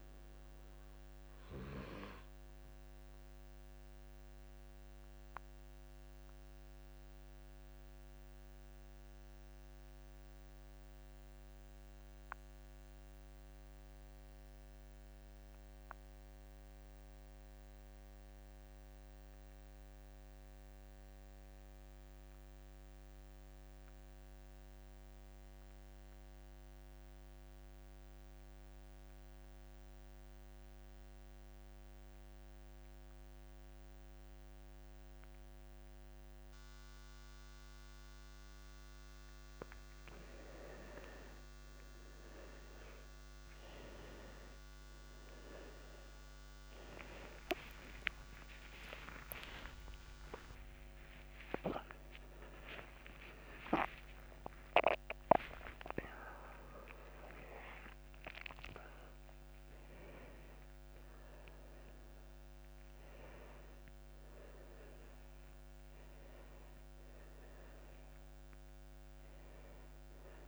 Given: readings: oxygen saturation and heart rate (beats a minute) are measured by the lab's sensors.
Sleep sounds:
breathing in sleep by a microphone on the trachea; 1
0.00-16.00 s: oxygen desaturation (device-marked, oxygen 83% lowest, heart rate 51 extreme)
3.50-39.50 s: obstructive apnea (oxygen 96% before, 83% lowest, heart rate 56 before, 38 extreme, up 14 after)
35.00-70.48 s: oxygen desaturation (device-marked, oxygen 98% before, 84% lowest)
40.50-42.50 s: long interval between heartbeats (device-marked, heart rate 54 before, 65 extreme)
41.00-46.50 s: arousal
47.00-49.00 s: long interval between heartbeats (device-marked, heart rate 58 before, 68 extreme)
50.50-52.50 s: long interval between heartbeats (device-marked, heart rate 62 before, 90 extreme)
53.00-70.48 s: new sleep stage, N1 (lightest sleep)
From the record:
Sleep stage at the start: N2 (light sleep); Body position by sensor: on the back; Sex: male

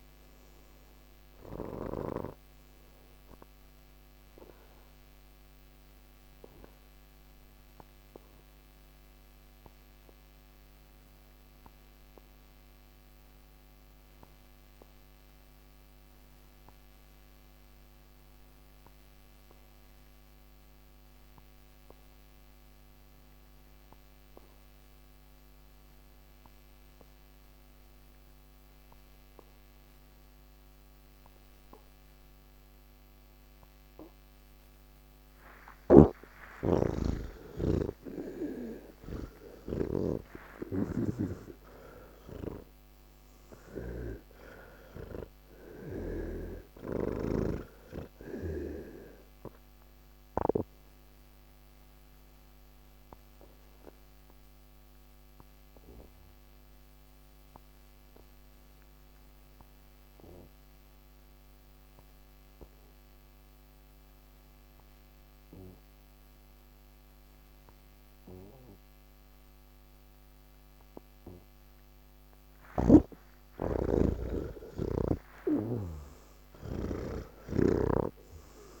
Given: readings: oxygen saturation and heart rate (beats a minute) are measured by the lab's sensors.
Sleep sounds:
breathing in sleep by a microphone on the trachea; 2
0.00-12.00 s: oxygen desaturation (device-marked, oxygen 87% lowest, heart rate 68 extreme)
5.50-35.00 s: obstructive apnea (oxygen 98% before, 80% lowest, heart rate 152 before, 79 extreme, up 52 after)
27.00-65.00 s: oxygen desaturation (device-marked, oxygen 98% before, 80% lowest, heart rate 125 before, 79 extreme)
36.00-46.50 s: snoring (device-marked)
51.50-73.00 s: obstructive apnea (oxygen 98% before, 80% lowest, heart rate 142 before, 79 extreme, up 21 after)
From the record:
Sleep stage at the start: N3 (deep sleep); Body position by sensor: on the back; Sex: male

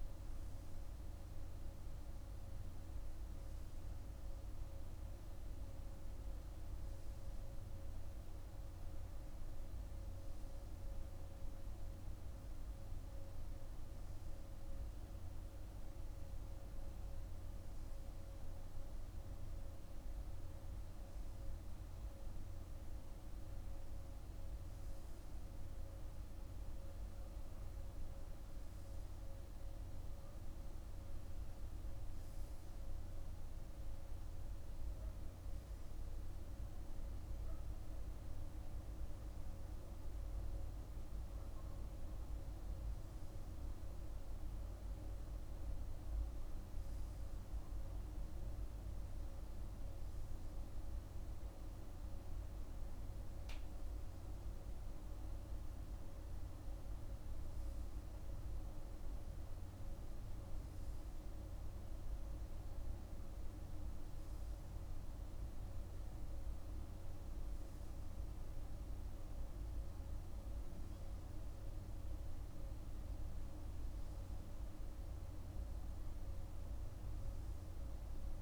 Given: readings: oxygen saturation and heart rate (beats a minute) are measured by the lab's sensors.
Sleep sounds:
breathing in sleep, hard to hear, by a room microphone; none
none scored
From the record:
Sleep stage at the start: N2 (light sleep); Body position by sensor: on the right side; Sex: male

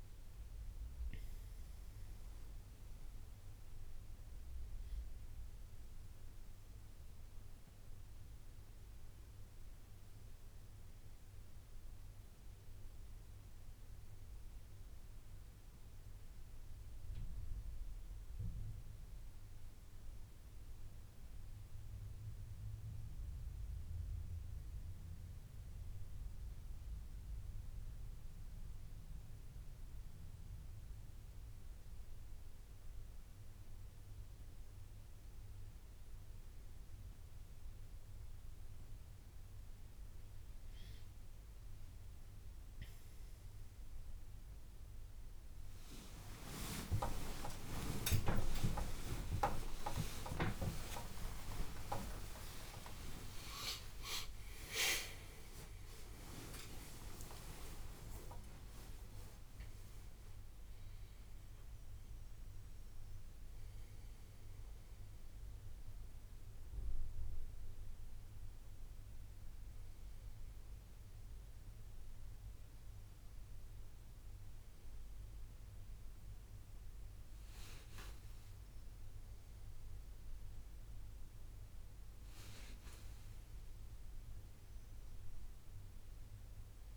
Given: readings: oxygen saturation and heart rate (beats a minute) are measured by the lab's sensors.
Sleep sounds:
breathing in sleep by a room microphone; none
49.00-55.50 s: arousal
From the record:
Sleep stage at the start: N1 (lightest sleep); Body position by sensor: on the back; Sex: male

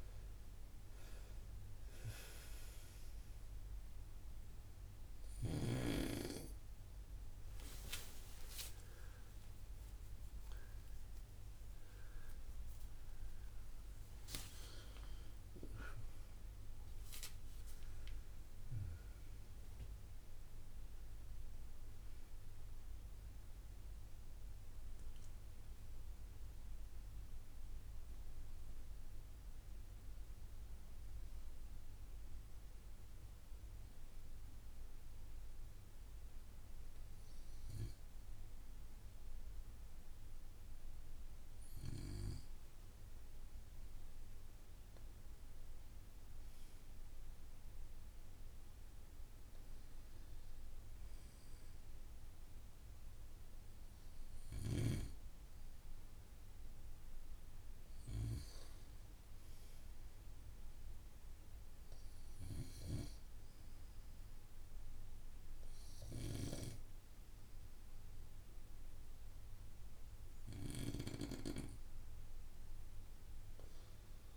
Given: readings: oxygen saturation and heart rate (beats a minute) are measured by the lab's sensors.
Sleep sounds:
breathing in sleep by a room microphone; none
0.00-23.50 s: oxygen desaturation (device-marked, oxygen 92% lowest)
7.00-12.00 s: arousal
From the record:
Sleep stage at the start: N2 (light sleep); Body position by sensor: on the right side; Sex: male

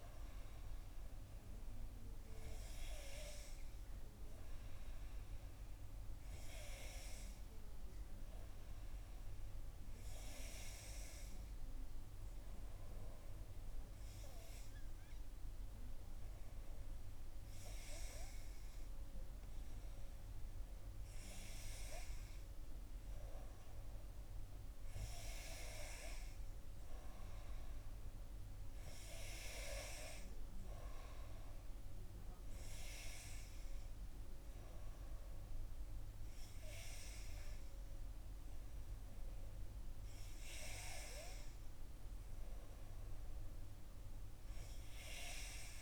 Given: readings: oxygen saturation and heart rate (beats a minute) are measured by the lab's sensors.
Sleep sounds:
breathing in sleep by a room microphone; 1
9.00-23.00 s: hypopnea (oxygen 97% before, 92% lowest, heart rate 59 before, 59 extreme, up 1 after)
27.00-31.00 s: arousal
From the record:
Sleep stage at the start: N2 (light sleep); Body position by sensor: on the back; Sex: female

